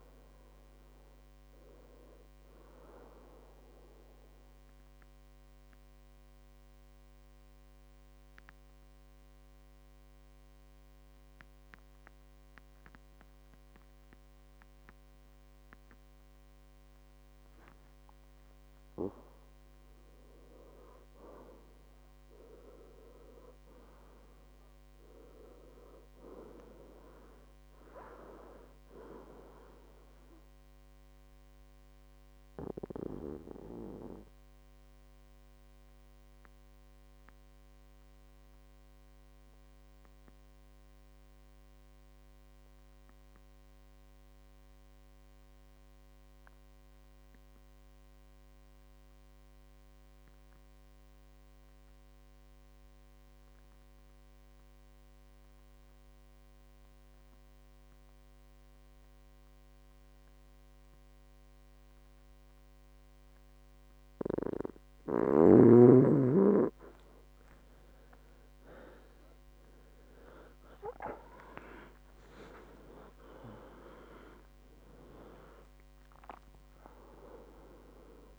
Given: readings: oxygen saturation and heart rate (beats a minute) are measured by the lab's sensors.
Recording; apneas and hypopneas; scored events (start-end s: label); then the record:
breathing in sleep by a microphone on the trachea; 2
0.00-16.50 s: oxygen desaturation (device-marked, oxygen 92% lowest, heart rate 57 extreme)
4.00-17.50 s: central apnea (oxygen 98% before, 91% lowest, heart rate 75 before, 57 extreme, up 17 after)
19.00-22.50 s: arousal
24.00-26.00 s: long interval between heartbeats (device-marked, heart rate 61 before, 74 extreme)
31.00-64.00 s: obstructive apnea (oxygen 99% before, 87% lowest, heart rate 65 before, 56 extreme, up 21 after)
53.50-73.50 s: oxygen desaturation (device-marked, oxygen 97% before, 91% lowest, heart rate 60 before, 56 extreme)
66.50-72.00 s: arousal
66.50-78.39 s: new sleep stage, N1 (lightest sleep)
From the record:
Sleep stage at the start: N2 (light sleep); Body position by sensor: on the back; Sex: male